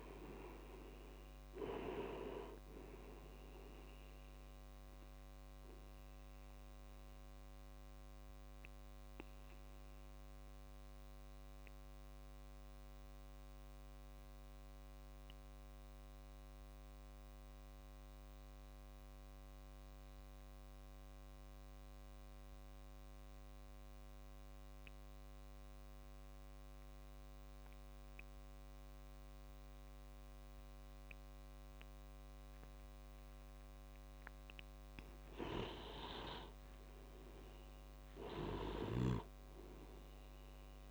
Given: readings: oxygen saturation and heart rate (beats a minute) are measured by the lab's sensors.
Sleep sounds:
breathing in sleep by a microphone on the trachea; 1
0.00-18.00 s: oxygen desaturation (device-marked, oxygen 87% lowest)
6.50-34.00 s: obstructive apnea (oxygen 98% before, 87% lowest)
34.00-40.91 s: oxygen desaturation (device-marked, oxygen 97% before, 90% lowest)
36.00-39.50 s: arousal
From the record:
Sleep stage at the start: N2 (light sleep); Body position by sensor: on the back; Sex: male

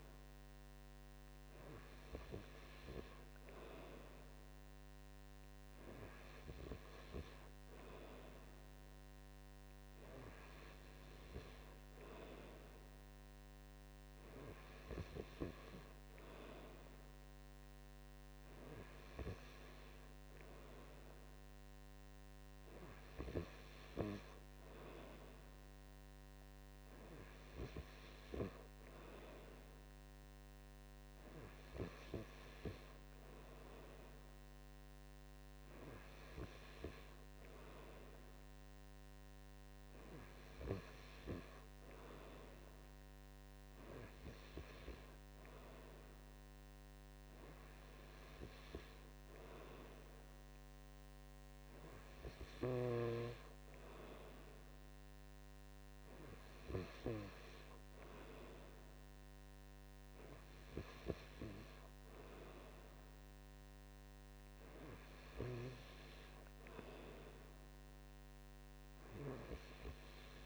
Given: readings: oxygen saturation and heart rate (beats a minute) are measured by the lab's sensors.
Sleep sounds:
breathing in sleep by a microphone on the trachea; none
9.00-11.00 s: long interval between heartbeats (device-marked)
22.50-24.50 s: long interval between heartbeats (device-marked)
64.50-66.50 s: long interval between heartbeats (device-marked)
From the record:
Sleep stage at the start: N2 (light sleep); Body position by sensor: on the right side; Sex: male

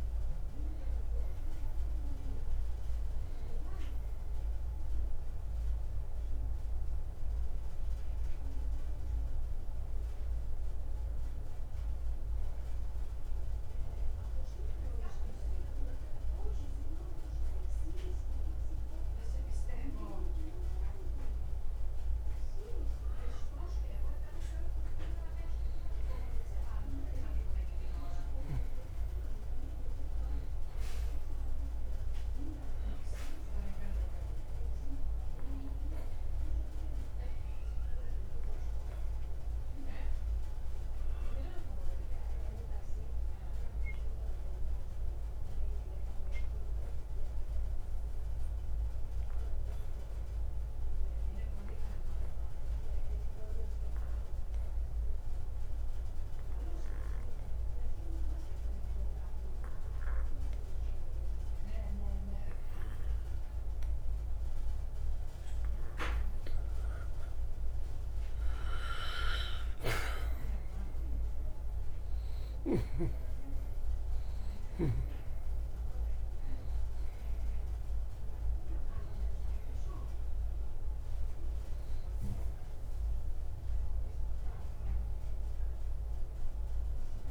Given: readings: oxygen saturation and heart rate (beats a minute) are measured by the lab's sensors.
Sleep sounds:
breathing in sleep by a room microphone; 2
5.00-26.00 s: oxygen desaturation (device-marked, oxygen 96% before, 91% lowest, heart rate 62 before, 56 extreme)
8.00-22.00 s: obstructive apnea (oxygen 96% before, 91% lowest, heart rate 62 before, 56 extreme, up 9 after)
24.50-29.00 s: arousal
39.00-58.00 s: oxygen desaturation (device-marked, oxygen 97% before, 93% lowest, heart rate 61 before, 58 extreme)
46.50-66.00 s: obstructive apnea (oxygen 97% before, 86% lowest, heart rate 62 before, 58 extreme, up 6 after)
67.00-87.31 s: oxygen desaturation (device-marked, oxygen 97% before, 86% lowest)
69.50-75.00 s: arousal
From the record:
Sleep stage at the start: N2 (light sleep); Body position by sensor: on the right side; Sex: male

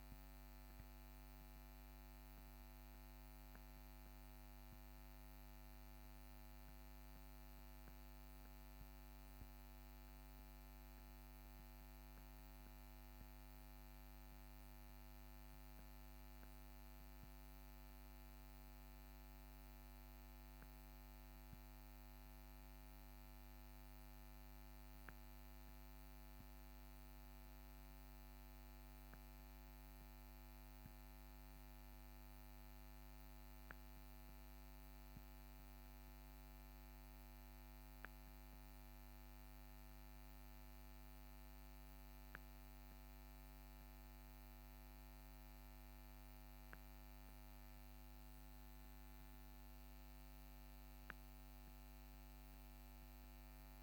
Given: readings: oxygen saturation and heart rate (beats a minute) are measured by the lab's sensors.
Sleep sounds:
a person awake in a sleep study, hard to hear, by a microphone on the trachea; none
none scored
From the record:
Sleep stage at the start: awake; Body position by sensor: on the back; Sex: male

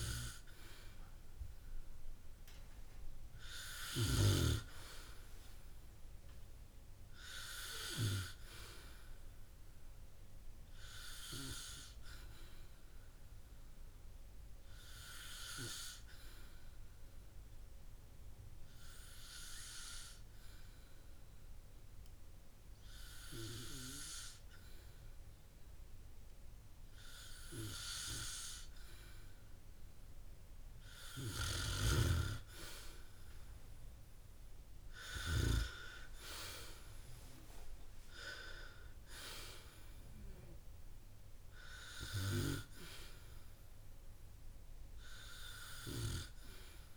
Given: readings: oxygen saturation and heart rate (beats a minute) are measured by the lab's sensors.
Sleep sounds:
breathing in sleep by a room microphone; 1
6.50-10.50 s: arousal
16.00-27.00 s: hypopnea (oxygen 98% before, 95% lowest, heart rate 61 before, 53 extreme, up 5 after)
30.50-33.50 s: arousal
From the record:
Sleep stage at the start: N2 (light sleep); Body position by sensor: on the back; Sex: male

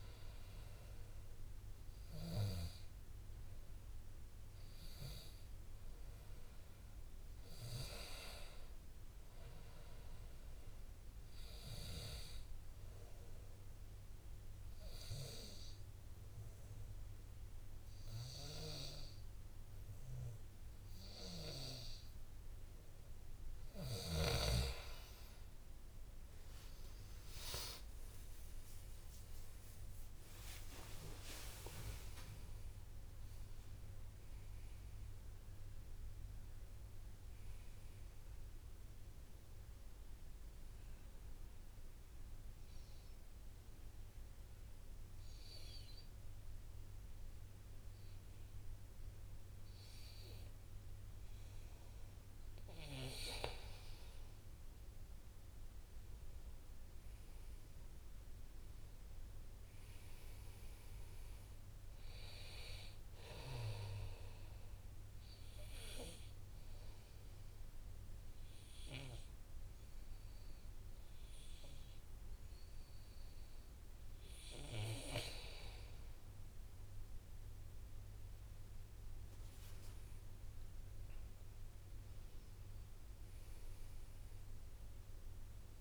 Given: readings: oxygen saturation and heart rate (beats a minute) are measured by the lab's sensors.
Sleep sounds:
breathing in sleep by a room microphone; 3
0.00-10.50 s: oxygen desaturation (device-marked, oxygen 92% lowest, heart rate 60 extreme)
11.50-24.00 s: obstructive apnea (oxygen 98% before, 93% lowest, heart rate 65 before, 62 extreme, up 44 after)
27.00-32.00 s: arousal
27.50-29.50 s: long interval between heartbeats (device-marked, heart rate 64 before, 71 extreme)
28.50-30.50 s: tachycardia (device-marked, heart rate 64 before, 82 extreme)
29.50-31.50 s: long interval between heartbeats (device-marked, heart rate 65 before, 82 extreme)
30.50-52.50 s: oxygen desaturation (device-marked, oxygen 98% before, 93% lowest, heart rate 66 before, 59 extreme)
31.50-33.50 s: long interval between heartbeats (device-marked, heart rate 67 before, 106 extreme)
41.00-53.00 s: obstructive apnea (oxygen 99% before, 93% lowest, heart rate 79 before, 59 extreme, up 2 after)
55.50-59.50 s: arousal
64.50-75.50 s: obstructive apnea (oxygen 100% before, 93% lowest, heart rate 64 before, 60 extreme, up 7 after)
66.50-76.50 s: oxygen desaturation (device-marked, oxygen 99% before, 93% lowest, heart rate 64 before, 62 extreme)
78.00-83.50 s: arousal
84.50-85.81 s: oxygen desaturation (device-marked, oxygen 99% before, 94% lowest, heart rate 63 before, 62 extreme)
From the record:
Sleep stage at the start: N2 (light sleep); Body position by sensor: on the back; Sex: male

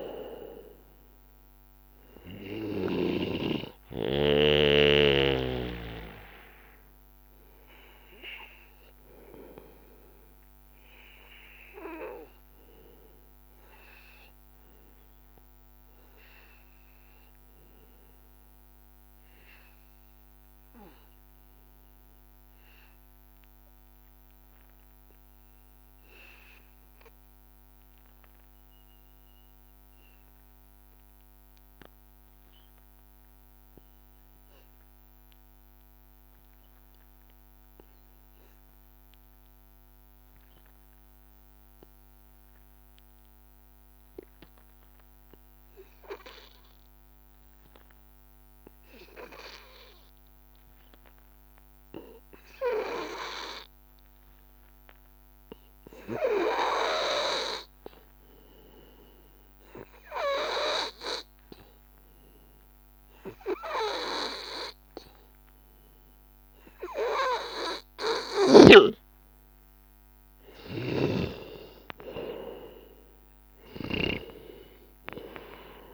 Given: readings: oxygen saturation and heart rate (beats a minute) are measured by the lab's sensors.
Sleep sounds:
breathing in sleep by a microphone on the trachea; 1
0.00-20.00 s: oxygen desaturation (device-marked, oxygen 91% lowest, heart rate 82 extreme)
0.50-2.50 s: long interval between heartbeats (device-marked, heart rate 85 before, 88 extreme)
4.50-71.00 s: hypopnea (oxygen 97% before, 89% lowest, heart rate 86 before, 82 extreme, up 2 after)
44.00-75.94 s: oxygen desaturation (device-marked, oxygen 98% before, 89% lowest, heart rate 83 before, 83 extreme)
71.50-75.94 s: arousal
From the record:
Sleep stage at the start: REM sleep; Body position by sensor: on the back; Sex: male

